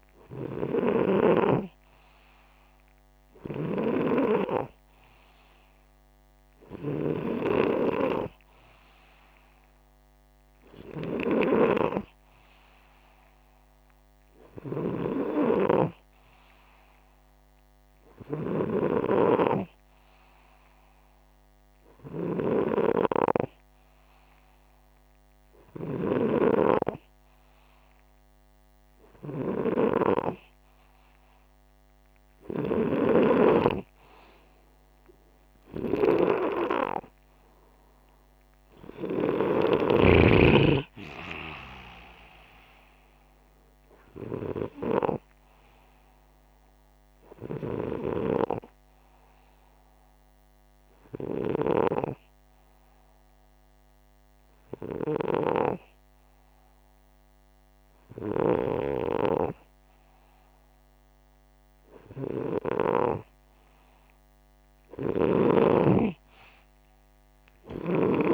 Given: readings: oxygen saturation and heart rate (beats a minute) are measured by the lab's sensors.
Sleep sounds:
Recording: breathing in sleep by a microphone on the trachea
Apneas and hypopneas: 1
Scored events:
33.50-39.50 s: arousal
48.00-64.00 s: hypopnea (oxygen 95% before, 93% lowest, heart rate 68 before, 63 extreme, up 26 after)
64.50-68.00 s: snoring (device-marked)
65.00-68.34 s: arousal
From the record:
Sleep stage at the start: N2 (light sleep)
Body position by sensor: upright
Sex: male

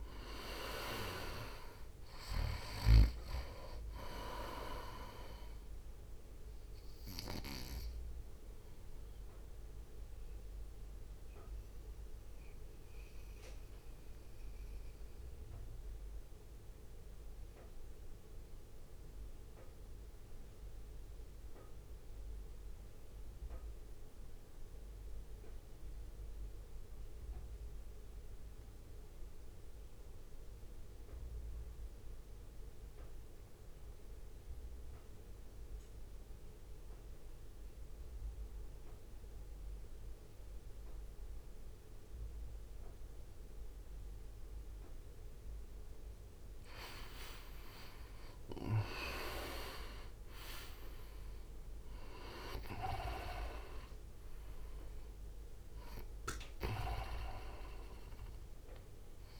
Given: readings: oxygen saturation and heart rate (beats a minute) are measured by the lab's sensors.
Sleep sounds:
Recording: breathing in sleep by a room microphone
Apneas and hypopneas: 1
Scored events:
0.00-13.00 s: drop in pulse transit time (device-marked, heart rate 56 extreme)
0.00-42.00 s: oxygen desaturation (device-marked, oxygen 81% lowest, heart rate 55 extreme)
9.00-45.00 s: mixed apnea (oxygen 99% before, 81% lowest, heart rate 59 before, 55 extreme, up 10 after)
44.00-59.40 s: oxygen desaturation (device-marked, oxygen 99% before, 82% lowest, heart rate 61 before, 55 extreme)
48.00-53.00 s: arousal
51.00-59.40 s: drop in pulse transit time (device-marked, heart rate 60 before, 56 extreme)
From the record:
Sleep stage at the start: REM sleep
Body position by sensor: on the right side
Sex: male

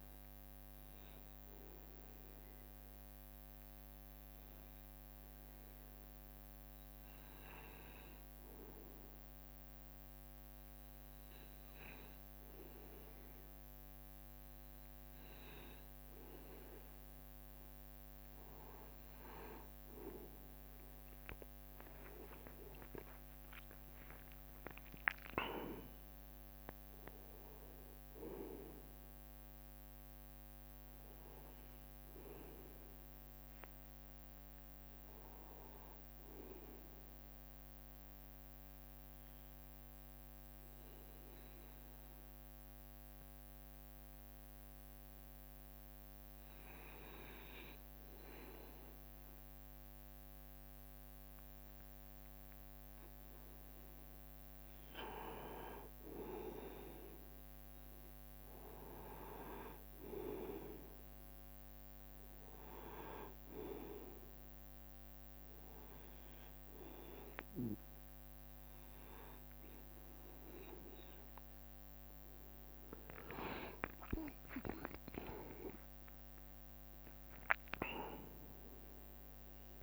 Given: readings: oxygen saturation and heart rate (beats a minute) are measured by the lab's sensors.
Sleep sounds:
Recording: breathing in sleep by a microphone on the trachea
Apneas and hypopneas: 2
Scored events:
0.00-3.00 s: arousal
8.00-20.50 s: hypopnea (oxygen 94% before, 90% lowest, heart rate 69 before, 67 extreme, up 7 after)
21.50-29.00 s: leg movement (device-marked)
22.00-26.50 s: arousal
23.00-36.00 s: drop in pulse transit time (device-marked, heart rate 70 before, 72 extreme)
38.50-54.50 s: hypopnea (oxygen 93% before, 90% lowest, heart rate 74 before, 67 extreme, up 3 after)
43.50-46.50 s: leg movement (device-marked)
50.50-51.50 s: leg movement (device-marked)
54.00-59.00 s: leg movement (device-marked)
56.50-60.00 s: arousal
59.00-78.00 s: oxygen desaturation (device-marked, oxygen 95% before, 90% lowest, heart rate 69 before, 63 extreme)
72.00-79.83 s: new sleep stage, N1 (lightest sleep)
73.50-79.83 s: leg movement (device-marked)
74.00-79.83 s: drop in pulse transit time (device-marked, heart rate 70 before, 63 extreme)
From the record:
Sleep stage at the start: N2 (light sleep)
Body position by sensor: on the right side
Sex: male

